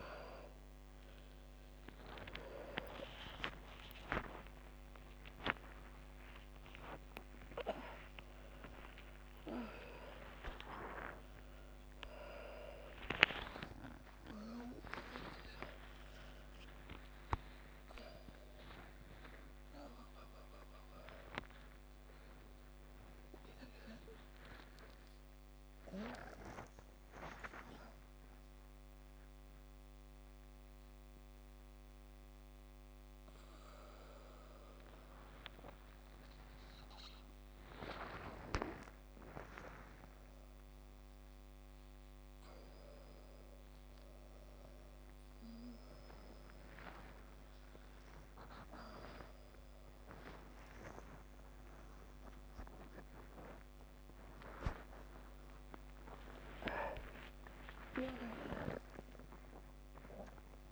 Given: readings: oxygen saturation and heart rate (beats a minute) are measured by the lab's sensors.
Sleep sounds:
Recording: a person awake in a sleep study, by a microphone on the trachea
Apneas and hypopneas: none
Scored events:
none scored
From the record:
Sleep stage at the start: awake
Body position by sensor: on the back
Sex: female

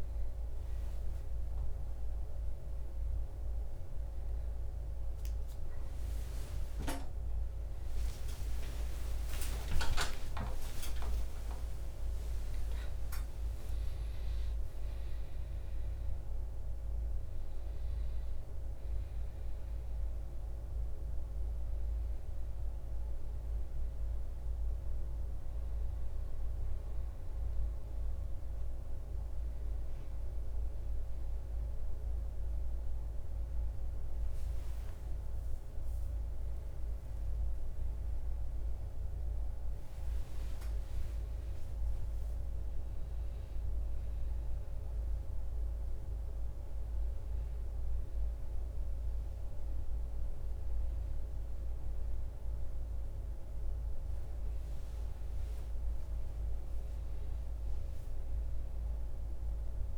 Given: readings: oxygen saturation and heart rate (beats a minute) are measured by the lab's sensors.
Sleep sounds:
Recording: a person partly awake in a sleep study, hard to hear, by a room microphone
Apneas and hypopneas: none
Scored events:
13.00-59.98 s: new sleep stage, N1 (lightest sleep)
26.00-35.00 s: oxygen desaturation (device-marked, oxygen 97% before, 94% lowest, heart rate 95 before, 65 extreme)
40.00-43.50 s: arousal
From the record:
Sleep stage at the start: awake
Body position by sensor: on the back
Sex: male

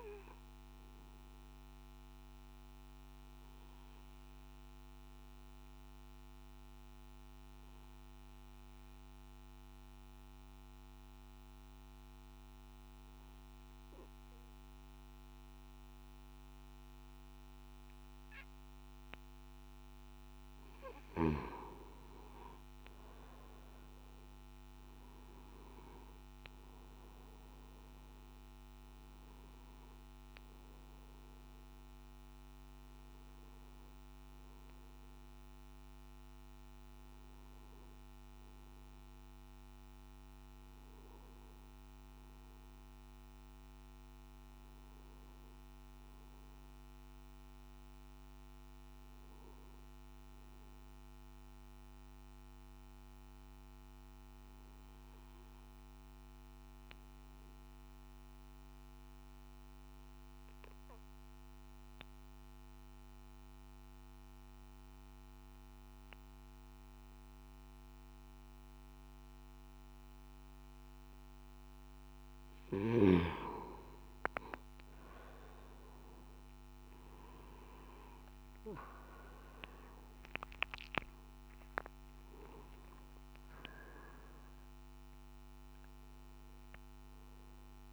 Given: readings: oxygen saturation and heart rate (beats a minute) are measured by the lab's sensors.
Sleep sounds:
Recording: breathing in sleep by a microphone on the trachea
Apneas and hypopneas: 2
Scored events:
0.00-14.00 s: oxygen desaturation (device-marked, oxygen 93% lowest, heart rate 52 extreme)
1.00-19.00 s: obstructive apnea (oxygen 99% before, 92% lowest, heart rate 56 before, 52 extreme, up 8 after)
27.00-50.00 s: oxygen desaturation (device-marked, oxygen 97% before, 92% lowest, heart rate 55 before, 55 extreme)
52.00-70.00 s: obstructive apnea (oxygen 98% before, 89% lowest, heart rate 61 before, 55 extreme, up 8 after)
53.00-87.93 s: new sleep stage, N1 (lightest sleep)
72.00-87.93 s: oxygen desaturation (device-marked, oxygen 97% before, 89% lowest, heart rate 56 before, 54 extreme)
From the record:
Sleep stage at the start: N3 (deep sleep)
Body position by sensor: on the back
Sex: male

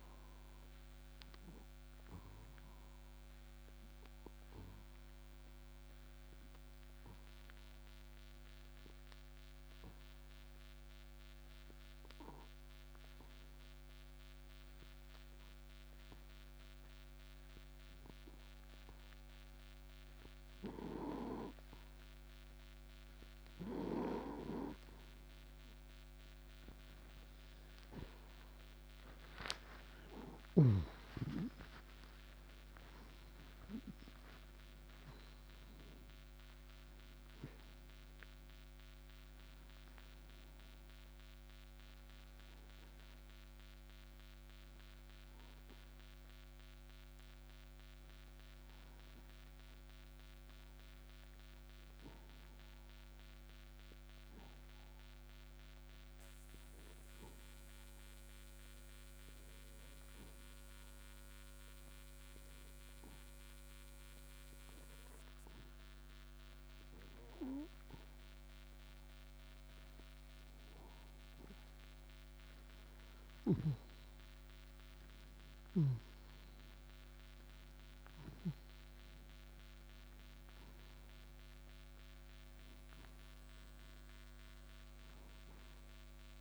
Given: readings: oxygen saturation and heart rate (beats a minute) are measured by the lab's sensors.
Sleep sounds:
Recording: breathing in sleep by a microphone on the trachea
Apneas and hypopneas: 2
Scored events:
0.00-31.00 s: oxygen desaturation (device-marked, oxygen 84% lowest)
5.50-25.00 s: obstructive apnea (oxygen 97% before, 84% lowest)
32.50-37.00 s: arousal
45.00-64.00 s: oxygen desaturation (device-marked, oxygen 94% before, 85% lowest)
48.00-69.50 s: obstructive apnea (oxygen 94% before, 85% lowest)
73.00-78.00 s: arousal
78.00-86.41 s: oxygen desaturation (device-marked, oxygen 97% before, 87% lowest)
From the record:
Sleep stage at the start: N2 (light sleep)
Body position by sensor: on the right side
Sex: male

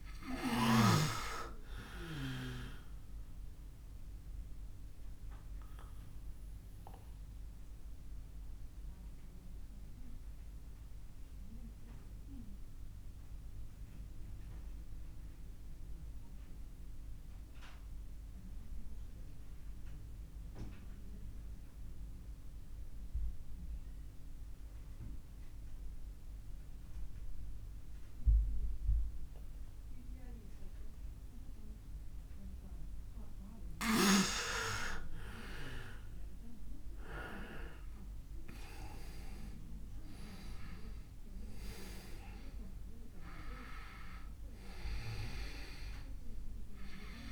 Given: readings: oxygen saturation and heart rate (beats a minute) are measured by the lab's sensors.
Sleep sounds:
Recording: breathing in sleep by a room microphone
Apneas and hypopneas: 1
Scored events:
0.00-23.50 s: oxygen desaturation (device-marked, oxygen 93% lowest)
4.00-32.00 s: obstructive apnea (oxygen 99% before, 90% lowest, heart rate 38 before, 27 extreme, up 11 after)
35.00-38.50 s: arousal
38.50-47.32 s: oxygen desaturation (device-marked, oxygen 98% before, 90% lowest, heart rate 50 before, 27 extreme)
From the record:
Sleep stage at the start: N2 (light sleep)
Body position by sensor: on the back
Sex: male

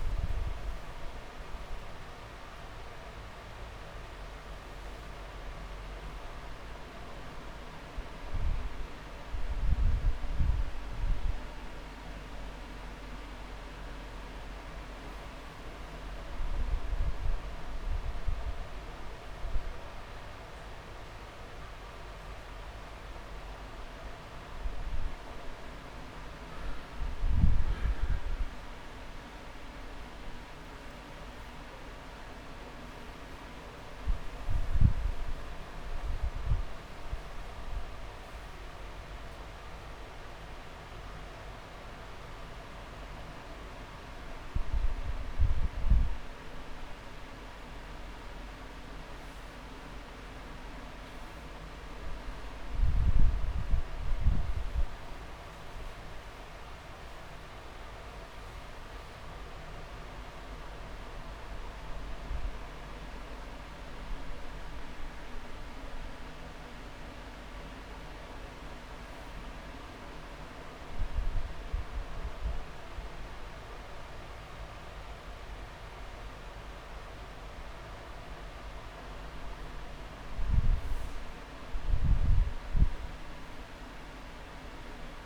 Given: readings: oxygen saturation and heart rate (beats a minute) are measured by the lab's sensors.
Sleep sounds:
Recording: breathing in sleep, hard to hear, by a room microphone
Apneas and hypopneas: 3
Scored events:
0.00-5.50 s: oxygen desaturation (device-marked, oxygen 94% lowest)
2.00-13.50 s: hypopnea (oxygen 97% before, 94% lowest)
13.00-15.00 s: long interval between heartbeats (device-marked)
16.00-19.50 s: arousal
22.00-24.00 s: long interval between heartbeats (device-marked)
38.50-49.50 s: hypopnea (oxygen 98% before, 94% lowest)
40.00-42.00 s: long interval between heartbeats (device-marked)
53.00-57.00 s: arousal
61.50-78.50 s: oxygen desaturation (device-marked, oxygen 98% before, 95% lowest)
68.00-78.50 s: hypopnea (oxygen 98% before, 94% lowest)
80.00-83.50 s: arousal
From the record:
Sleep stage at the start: N2 (light sleep)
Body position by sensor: on the back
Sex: male

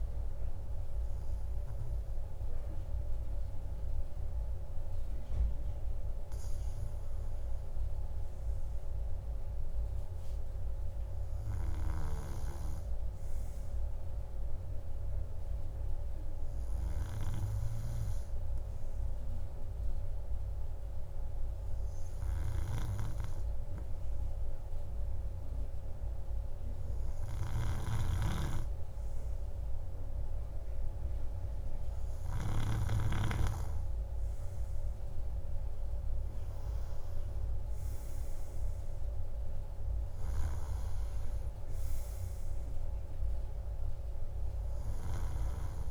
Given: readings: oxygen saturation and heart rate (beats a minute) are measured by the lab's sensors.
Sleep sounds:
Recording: breathing in sleep by a room microphone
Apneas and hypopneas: none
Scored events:
none scored
From the record:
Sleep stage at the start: N2 (light sleep)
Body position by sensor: on the right side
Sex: male

